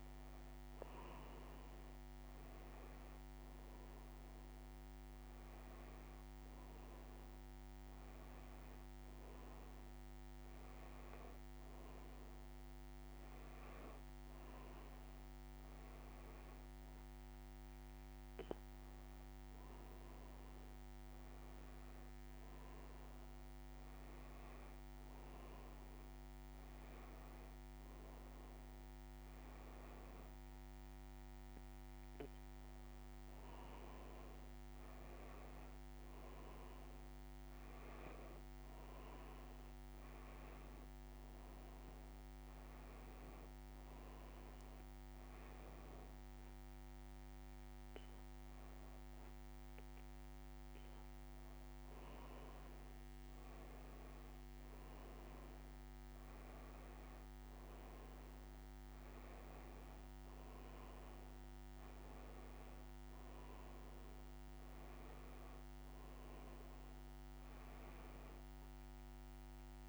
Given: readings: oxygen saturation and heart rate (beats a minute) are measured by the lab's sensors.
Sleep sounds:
breathing in sleep, hard to hear, by a microphone on the trachea; none
none scored
From the record:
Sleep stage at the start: N1 (lightest sleep); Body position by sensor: on the back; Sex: female

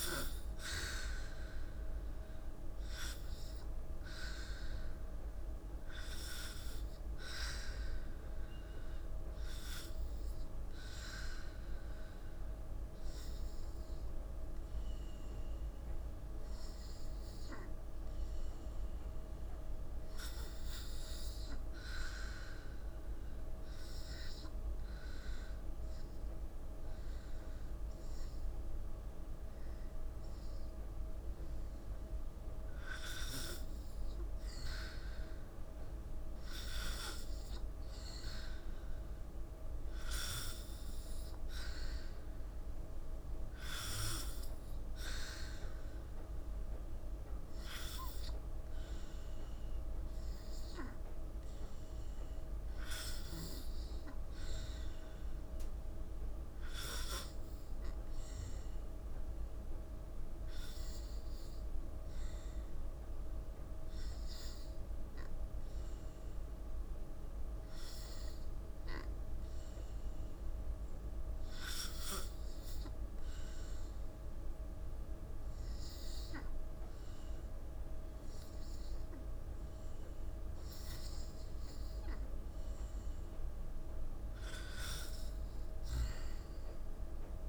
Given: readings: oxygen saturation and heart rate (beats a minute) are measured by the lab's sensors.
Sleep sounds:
breathing in sleep by a room microphone; 2
2.00-26.00 s: oxygen desaturation (device-marked, oxygen 96% before, 90% lowest, heart rate 57 before, 57 extreme)
11.50-30.00 s: hypopnea (oxygen 96% before, 89% lowest, heart rate 58 before, 58 extreme, up 3 after)
31.50-36.50 s: arousal
45.00-60.00 s: oxygen desaturation (device-marked, oxygen 94% before, 89% lowest, heart rate 63 before, 53 extreme)
61.00-81.00 s: hypopnea (oxygen 94% before, 87% lowest, heart rate 68 before, 60 extreme, up 4 after)
83.50-87.49 s: arousal
86.00-87.49 s: oxygen desaturation (device-marked, oxygen 92% before, 87% lowest, heart rate 61 before, 58 extreme)
From the record:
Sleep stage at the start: N2 (light sleep); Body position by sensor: on the back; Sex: female

